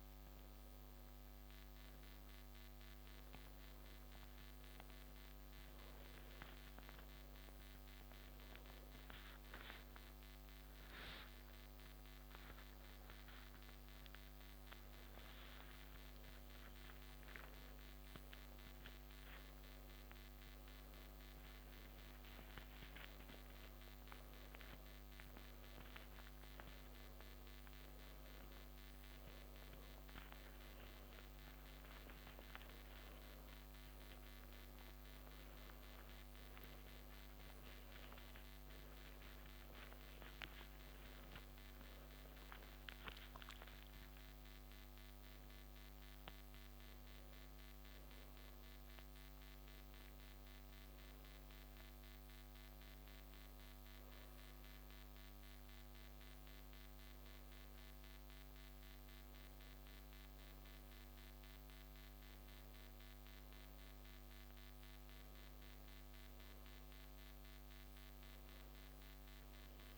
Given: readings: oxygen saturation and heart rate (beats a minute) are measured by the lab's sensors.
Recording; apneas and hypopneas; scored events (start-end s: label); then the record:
a person awake in a sleep study, hard to hear, by a microphone on the trachea; none
0.50-60.50 s: new sleep stage, awake
60.50-69.98 s: new sleep stage, N1 (lightest sleep)
From the record:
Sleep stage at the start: N2 (light sleep); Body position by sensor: on the back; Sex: male